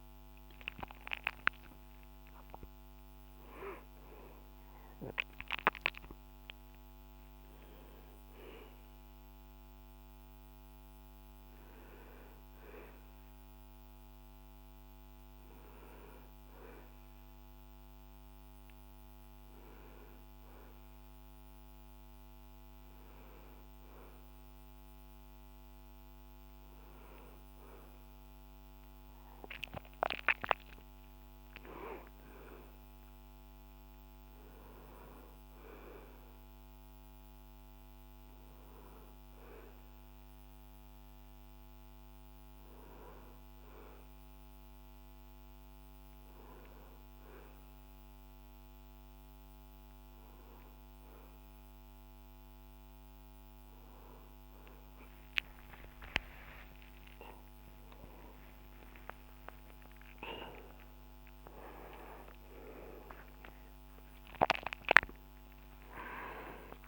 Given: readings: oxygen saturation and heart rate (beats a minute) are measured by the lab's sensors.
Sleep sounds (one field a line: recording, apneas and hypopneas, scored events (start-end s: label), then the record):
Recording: breathing in sleep by a microphone on the trachea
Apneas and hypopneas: none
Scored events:
0.00-5.00 s: arousal
57.50-66.88 s: new sleep stage, awake
From the record:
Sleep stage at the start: N1 (lightest sleep)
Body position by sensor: on the back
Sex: male